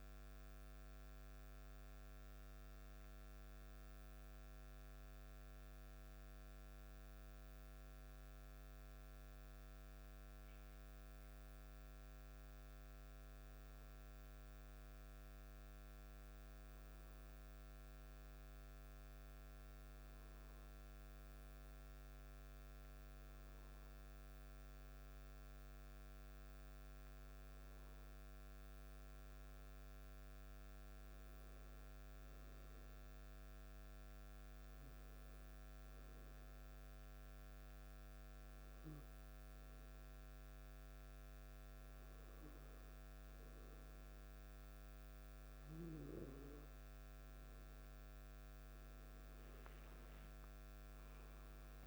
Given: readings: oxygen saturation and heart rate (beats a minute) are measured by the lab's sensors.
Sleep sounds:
breathing in sleep, hard to hear, by a microphone on the trachea; 1
23.00-27.50 s: arousal
31.50-45.00 s: hypopnea (oxygen 99% before, 95% lowest, heart rate 54 before, 52 extreme, up 2 after)
47.50-51.87 s: arousal
From the record:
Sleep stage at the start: N2 (light sleep); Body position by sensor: on the back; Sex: male

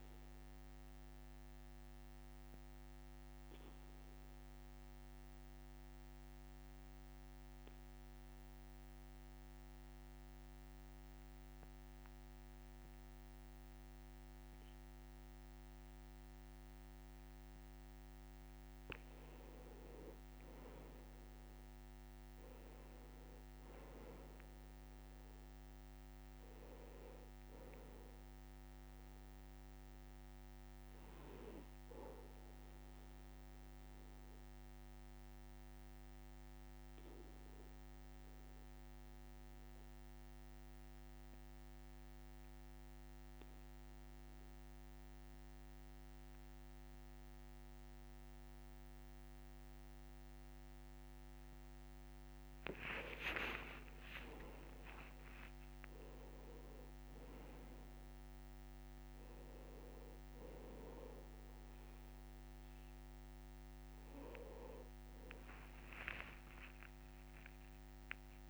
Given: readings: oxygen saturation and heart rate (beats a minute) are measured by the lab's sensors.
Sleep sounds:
breathing in sleep by a microphone on the trachea; 2
0.00-11.00 s: oxygen desaturation (device-marked, oxygen 91% lowest, heart rate 60 extreme)
1.00-18.50 s: obstructive apnea (oxygen 99% before, 91% lowest, heart rate 67 before, 60 extreme, up 5 after)
20.50-24.50 s: arousal
25.00-44.00 s: oxygen desaturation (device-marked, oxygen 99% before, 95% lowest, heart rate 62 before, 60 extreme)
33.50-52.00 s: obstructive apnea (oxygen 99% before, 94% lowest, heart rate 63 before, 60 extreme, up 13 after)
53.00-55.00 s: long interval between heartbeats (device-marked, heart rate 61 before, 70 extreme)
53.00-56.50 s: arousal
54.00-68.50 s: oxygen desaturation (device-marked, oxygen 99% before, 94% lowest, heart rate 62 before, 61 extreme)
66.00-68.00 s: long interval between heartbeats (device-marked, heart rate 66 before, 72 extreme)
From the record:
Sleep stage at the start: N2 (light sleep); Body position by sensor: on the back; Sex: male

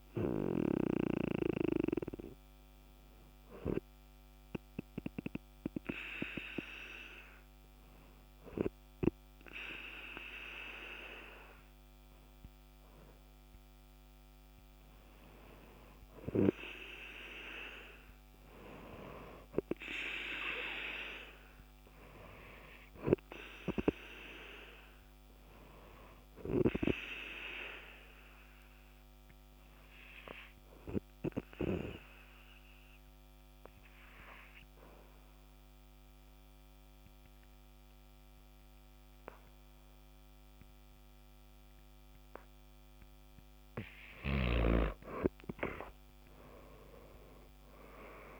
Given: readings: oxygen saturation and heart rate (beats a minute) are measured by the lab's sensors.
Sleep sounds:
breathing in sleep by a microphone on the trachea; 2
1.50-13.50 s: hypopnea (oxygen 97% before, 93% lowest, heart rate 56 before, 50 extreme, up 6 after)
15.00-18.00 s: arousal
15.00-22.00 s: oxygen desaturation (device-marked, oxygen 97% before, 93% lowest, heart rate 54 before, 51 extreme)
27.50-43.00 s: obstructive apnea (oxygen 97% before, 93% lowest, heart rate 53 before, 51 extreme, up 30 after)
From the record:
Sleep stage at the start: N2 (light sleep); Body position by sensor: on the back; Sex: male

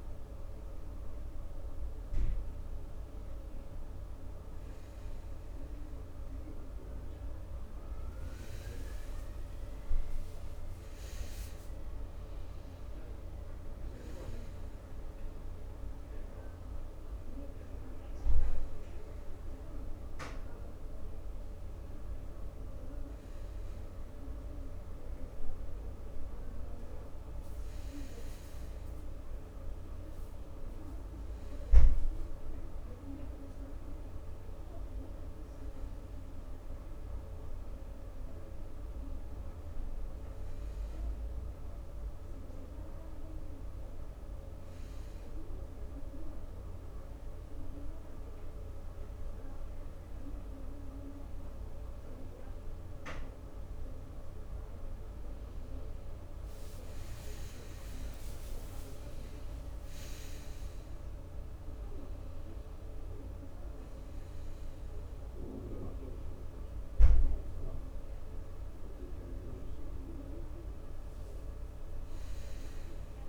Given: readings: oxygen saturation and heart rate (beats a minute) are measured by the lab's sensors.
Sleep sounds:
breathing in sleep, hard to hear, by a room microphone; 1
9.00-12.50 s: arousal
46.00-56.00 s: hypopnea (oxygen 96% before, 94% lowest)
58.00-61.50 s: arousal
From the record:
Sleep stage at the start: N2 (light sleep); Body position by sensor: on the front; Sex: male

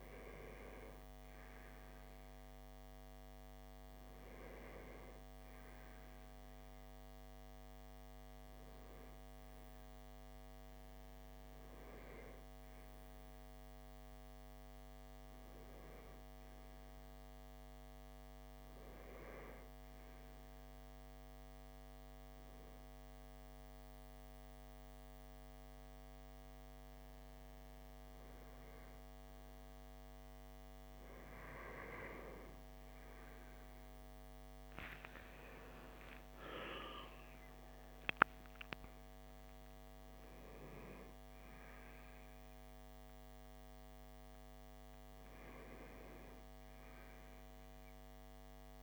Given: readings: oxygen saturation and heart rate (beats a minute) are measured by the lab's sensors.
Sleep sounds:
breathing in sleep, hard to hear, by a microphone on the trachea; 1
19.50-30.50 s: hypopnea (oxygen 96% before, 94% lowest)
31.50-35.00 s: arousal
From the record:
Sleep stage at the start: N1 (lightest sleep); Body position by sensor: on the right side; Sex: male

